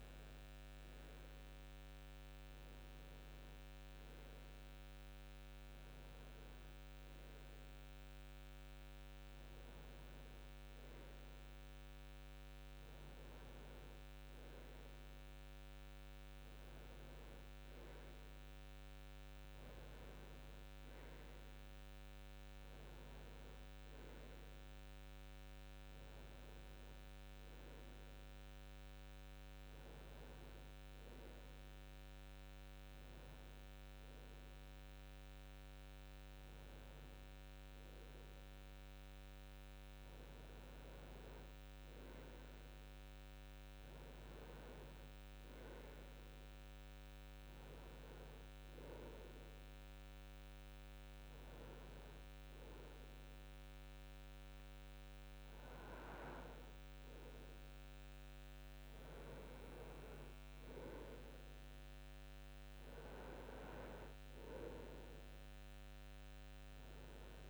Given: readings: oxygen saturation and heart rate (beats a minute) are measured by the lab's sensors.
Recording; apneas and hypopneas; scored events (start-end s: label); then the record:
breathing in sleep by a microphone on the trachea; none
55.50-67.50 s: new sleep stage, N2 (light sleep)
From the record:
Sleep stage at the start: N1 (lightest sleep); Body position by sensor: on the back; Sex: male